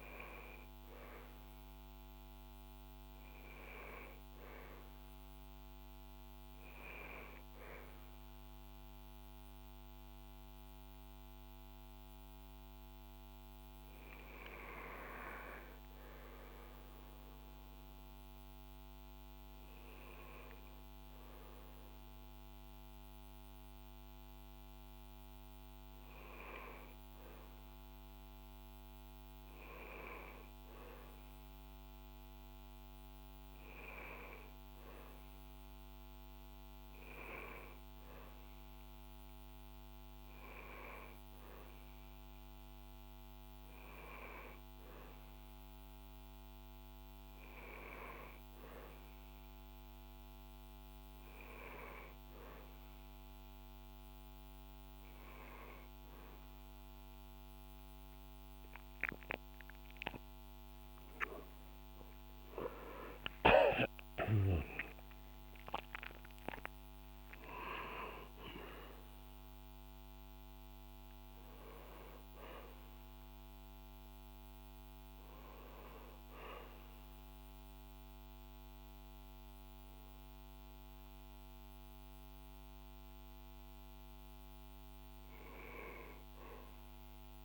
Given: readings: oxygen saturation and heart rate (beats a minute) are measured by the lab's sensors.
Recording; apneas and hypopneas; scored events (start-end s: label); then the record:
a person awake in a sleep study, by a microphone on the trachea; none
62.00-67.00 s: arousal
From the record:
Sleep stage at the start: awake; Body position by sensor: on the back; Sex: male